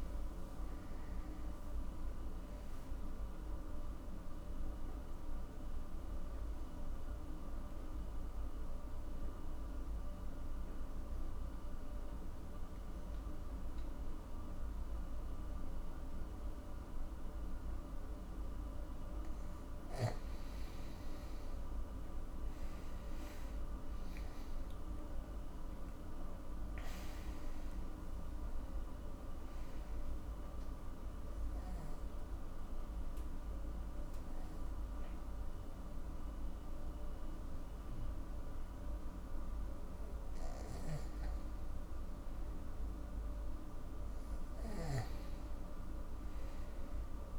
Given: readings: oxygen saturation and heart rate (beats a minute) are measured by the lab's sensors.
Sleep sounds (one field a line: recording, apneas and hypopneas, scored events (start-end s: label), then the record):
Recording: breathing in sleep, hard to hear, by a room microphone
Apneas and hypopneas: 2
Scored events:
0.00-7.00 s: oxygen desaturation (device-marked, oxygen 93% lowest, heart rate 51 extreme)
5.50-19.00 s: obstructive apnea (oxygen 97% before, 91% lowest, heart rate 87 before, 48 extreme, up 24 after)
21.50-25.00 s: arousal
26.00-47.00 s: oxygen desaturation (device-marked, oxygen 98% before, 91% lowest, heart rate 58 before, 46 extreme)
31.50-42.00 s: obstructive apnea (oxygen 98% before, 91% lowest, heart rate 60 before, 46 extreme, up 14 after)
46.00-47.39 s: arousal
From the record:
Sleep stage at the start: N2 (light sleep)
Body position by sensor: on the back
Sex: male